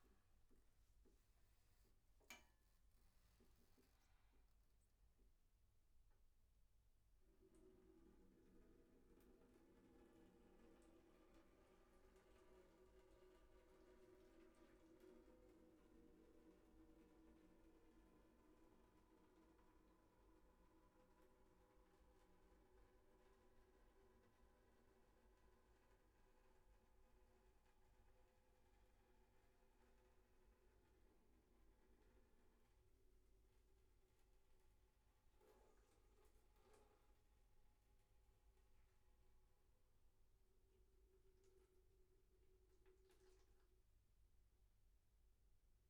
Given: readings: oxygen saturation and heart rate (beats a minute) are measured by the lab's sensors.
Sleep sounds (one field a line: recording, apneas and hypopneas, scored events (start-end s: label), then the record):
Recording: a person awake in a sleep study, by a room microphone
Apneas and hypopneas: none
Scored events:
0.00-15.00 s: tachycardia (device-marked, heart rate 129 extreme)
16.00-45.89 s: tachycardia (device-marked, heart rate 82 before, 125 extreme)
From the record:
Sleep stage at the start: awake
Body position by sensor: upright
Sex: male